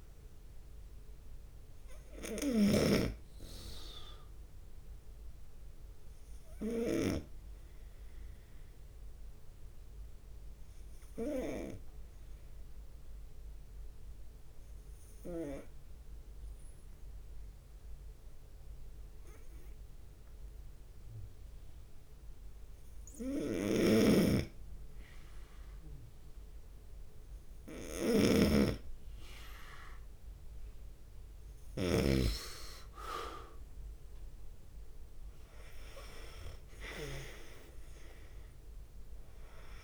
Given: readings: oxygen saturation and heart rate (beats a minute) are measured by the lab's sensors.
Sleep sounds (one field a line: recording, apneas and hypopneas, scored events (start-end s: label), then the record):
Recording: breathing in sleep by a room microphone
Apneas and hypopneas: 1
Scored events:
0.00-2.50 s: leg movement (device-marked)
0.00-6.50 s: drop in pulse transit time (device-marked, heart rate 67 extreme)
0.00-20.50 s: oxygen desaturation (device-marked, oxygen 94% lowest, heart rate 66 extreme)
3.00-7.50 s: snoring (device-marked)
5.50-25.00 s: obstructive apnea (oxygen 99% before, 93% lowest, heart rate 68 before, 66 extreme, up 14 after)
12.00-14.00 s: long interval between heartbeats (device-marked, heart rate 69 before, 76 extreme)
24.00-39.84 s: snoring (device-marked)
32.50-39.84 s: leg movement (device-marked)
33.50-38.00 s: arousal
38.50-39.84 s: oxygen desaturation (device-marked, oxygen 97% before, 94% lowest, heart rate 72 before, 64 extreme)
From the record:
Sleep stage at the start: N2 (light sleep)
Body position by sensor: on the right side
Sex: male